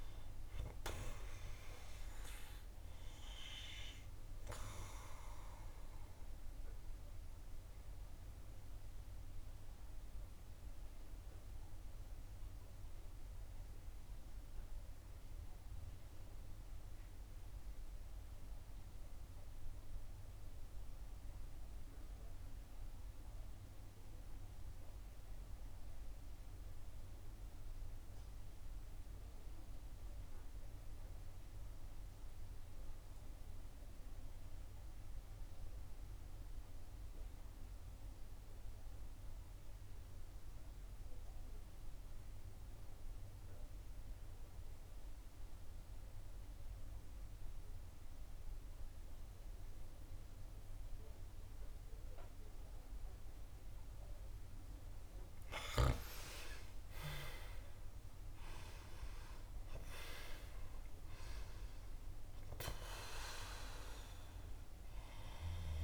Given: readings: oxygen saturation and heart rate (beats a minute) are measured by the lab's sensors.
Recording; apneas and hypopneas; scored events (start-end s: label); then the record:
breathing in sleep by a room microphone; 1
0.00-1.00 s: arousal
0.00-27.50 s: oxygen desaturation (device-marked, oxygen 82% lowest, heart rate 62 extreme)
5.00-55.00 s: obstructive apnea (oxygen 96% before, 78% lowest, heart rate 68 before, 63 extreme, up 18 after)
40.50-65.84 s: oxygen desaturation (device-marked, oxygen 97% before, 78% lowest, heart rate 65 before, 61 extreme)
57.00-62.00 s: arousal
From the record:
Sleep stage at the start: N2 (light sleep); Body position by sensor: on the back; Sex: female